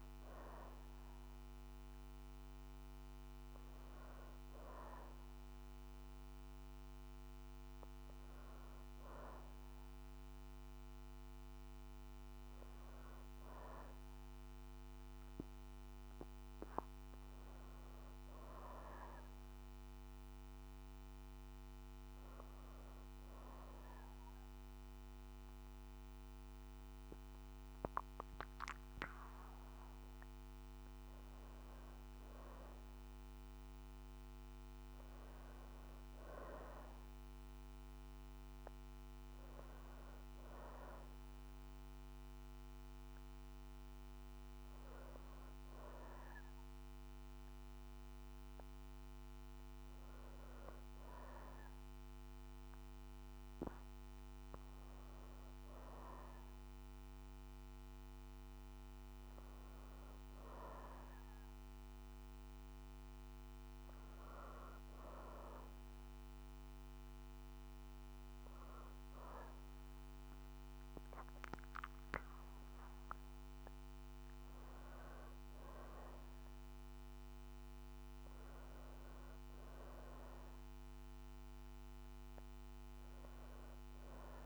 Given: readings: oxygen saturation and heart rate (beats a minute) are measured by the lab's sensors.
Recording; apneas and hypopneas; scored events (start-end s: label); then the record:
breathing in sleep by a microphone on the trachea; 2
0.00-5.00 s: oxygen desaturation (device-marked, oxygen 91% lowest, heart rate 62 extreme)
7.00-11.50 s: arousal
17.00-28.50 s: hypopnea (oxygen 95% before, 89% lowest, heart rate 63 before, 60 extreme, up 1 after)
31.00-36.00 s: arousal
40.00-53.00 s: oxygen desaturation (device-marked, oxygen 93% before, 90% lowest, heart rate 62 before, 60 extreme)
41.50-52.50 s: hypopnea (oxygen 94% before, 89% lowest, heart rate 62 before, 60 extreme, up 1 after)
55.00-59.00 s: arousal
83.00-84.46 s: oxygen desaturation (device-marked, oxygen 93% before, 89% lowest, heart rate 63 before, 60 extreme)
From the record:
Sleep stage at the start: N2 (light sleep); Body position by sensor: on the back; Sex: female